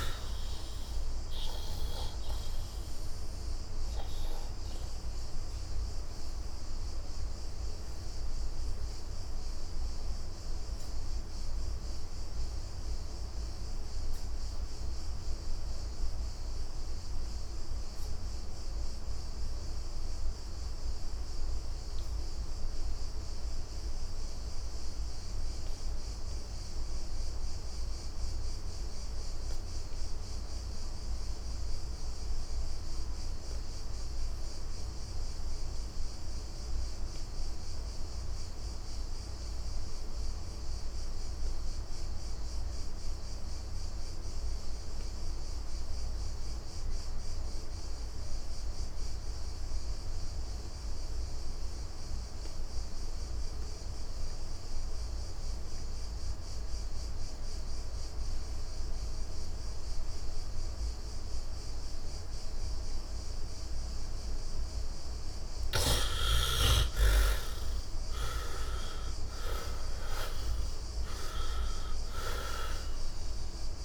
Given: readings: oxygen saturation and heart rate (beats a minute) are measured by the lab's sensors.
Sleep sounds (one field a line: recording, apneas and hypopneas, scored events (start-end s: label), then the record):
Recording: breathing in sleep by a room microphone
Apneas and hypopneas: 1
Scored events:
0.00-23.50 s: oxygen desaturation (device-marked, oxygen 71% lowest, heart rate 58 extreme)
4.50-7.50 s: bradycardia (device-marked, heart rate 78 before, 63 extreme)
8.00-64.00 s: obstructive apnea (oxygen 98% before, 51% lowest, heart rate 70 before, 58 extreme, up 8 after)
25.50-73.85 s: oxygen desaturation (device-marked, oxygen 100% before, 51% lowest, heart rate 66 before, 58 extreme)
66.00-70.00 s: arousal
From the record:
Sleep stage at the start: N2 (light sleep)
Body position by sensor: on the right side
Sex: male